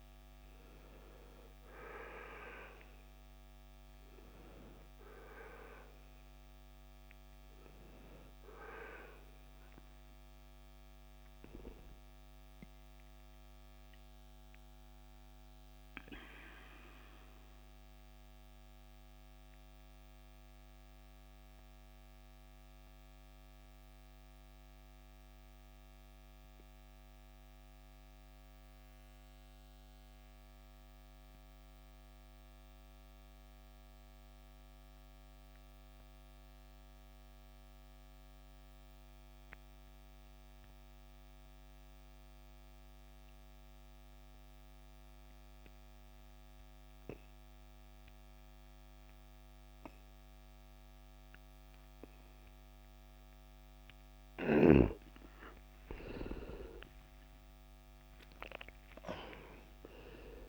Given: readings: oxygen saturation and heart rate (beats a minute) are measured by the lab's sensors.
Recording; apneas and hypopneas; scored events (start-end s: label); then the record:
breathing in sleep by a microphone on the trachea; 1
1.00-21.00 s: oxygen desaturation (device-marked, oxygen 92% before, 84% lowest, heart rate 81 before, 53 extreme)
13.50-54.00 s: mixed apnea (oxygen 93% before, 83% lowest, heart rate 80 before, 52 extreme, up 18 after)
51.00-60.49 s: oxygen desaturation (device-marked, oxygen 97% before, 94% lowest, heart rate 62 before, 59 extreme)
55.50-60.00 s: arousal
From the record:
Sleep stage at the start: N2 (light sleep); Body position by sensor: on the back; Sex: male